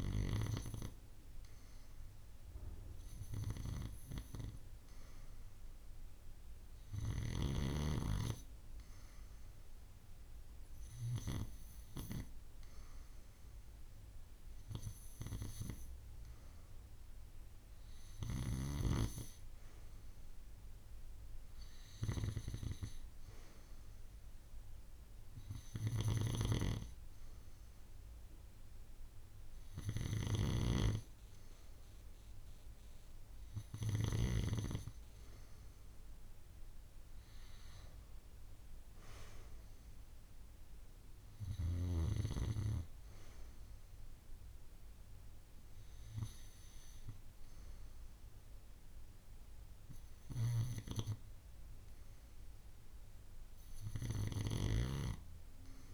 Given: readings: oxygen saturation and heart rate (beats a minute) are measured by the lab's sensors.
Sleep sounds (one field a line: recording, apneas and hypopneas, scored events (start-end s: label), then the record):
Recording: breathing in sleep by a room microphone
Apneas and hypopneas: none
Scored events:
none scored
From the record:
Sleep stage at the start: N2 (light sleep)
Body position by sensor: on the right side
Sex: female